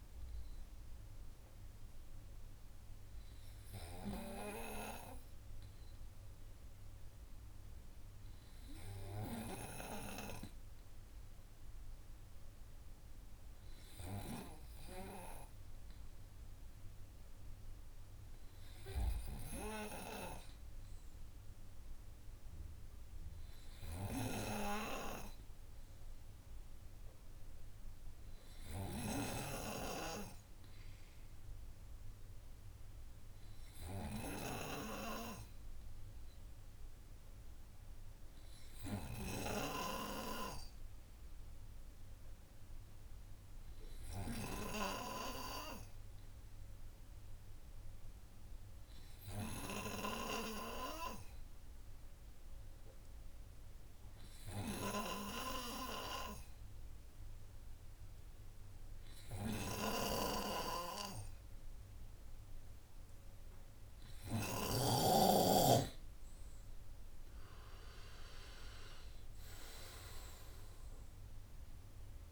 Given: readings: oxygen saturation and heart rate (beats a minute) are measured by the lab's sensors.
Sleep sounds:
breathing in sleep by a room microphone; 1
41.50-63.50 s: hypopnea (oxygen 97% before, 93% lowest, heart rate 79 before, 28 extreme, up 30 after)
66.00-69.00 s: arousal
From the record:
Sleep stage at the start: N2 (light sleep); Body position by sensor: on the right side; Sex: male

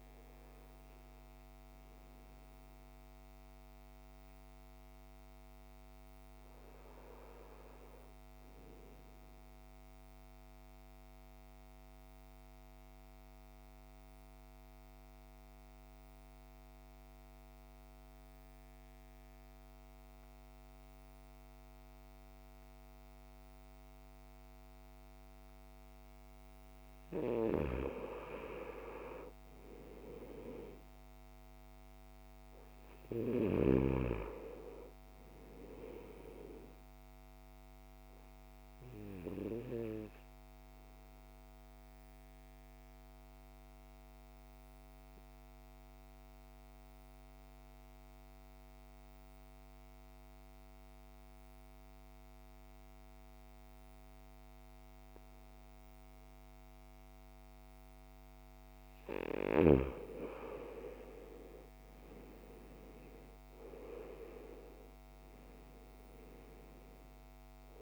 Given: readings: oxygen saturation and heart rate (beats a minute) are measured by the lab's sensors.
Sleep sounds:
breathing in sleep by a microphone on the trachea; 2
0.00-16.00 s: oxygen desaturation (device-marked, oxygen 89% lowest, heart rate 52 extreme)
9.00-26.00 s: mixed apnea (oxygen 98% before, 86% lowest, heart rate 59 before, 53 extreme, up 8 after)
28.00-56.00 s: oxygen desaturation (device-marked, oxygen 99% before, 88% lowest, heart rate 55 before, 52 extreme)
28.50-32.00 s: arousal
40.00-59.50 s: mixed apnea (oxygen 99% before, 86% lowest, heart rate 59 before, 52 extreme, up 11 after)
61.00-65.00 s: arousal
62.00-67.82 s: oxygen desaturation (device-marked, oxygen 98% before, 86% lowest, heart rate 55 before, 52 extreme)
From the record:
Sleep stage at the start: N2 (light sleep); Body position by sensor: on the back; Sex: male

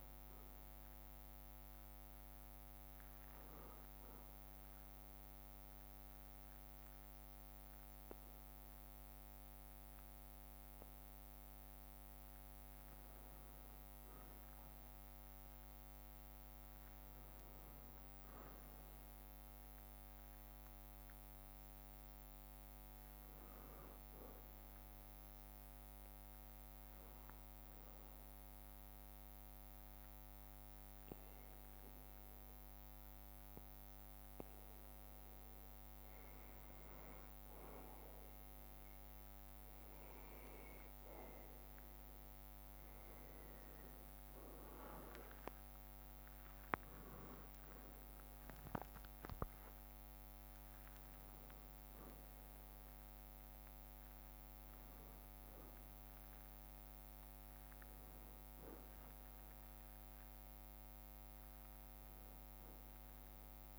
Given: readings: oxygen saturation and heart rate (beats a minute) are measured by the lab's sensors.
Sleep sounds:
breathing in sleep, hard to hear, by a microphone on the trachea; 2
0.00-1.00 s: arousal
2.50-12.50 s: obstructive apnea (oxygen 97% before, 94% lowest, heart rate 62 before, 58 extreme, up 1 after)
15.00-19.50 s: arousal
16.50-22.50 s: bradycardia (device-marked, heart rate 62 before, 58 extreme)
26.50-41.50 s: obstructive apnea (oxygen 97% before, 93% lowest, heart rate 60 before, 58 extreme, up 7 after)
29.50-41.50 s: bradycardia (device-marked, heart rate 62 before, 58 extreme)
44.50-48.00 s: arousal
From the record:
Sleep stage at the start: N2 (light sleep); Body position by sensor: on the back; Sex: male

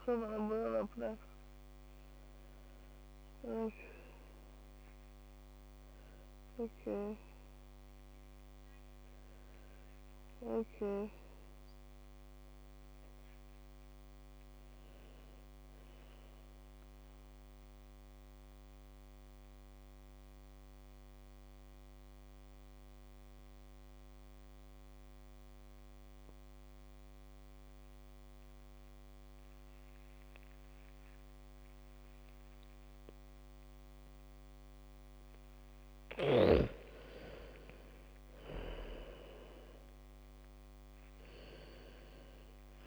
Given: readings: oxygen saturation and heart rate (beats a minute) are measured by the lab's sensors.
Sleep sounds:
a person partly awake in a sleep study, by a microphone on the trachea; 1
0.00-5.50 s: oxygen desaturation (device-marked, oxygen 83% lowest, heart rate 69 extreme)
16.50-42.87 s: new sleep stage, N2 (light sleep)
19.50-34.50 s: mixed apnea (oxygen 100% before, 83% lowest, heart rate 78 before, 60 extreme, up 0 after)
33.50-42.87 s: oxygen desaturation (device-marked, oxygen 98% before, 85% lowest, heart rate 72 before, 48 extreme)
37.50-41.00 s: arousal
From the record:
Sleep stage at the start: awake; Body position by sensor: on the back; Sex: female

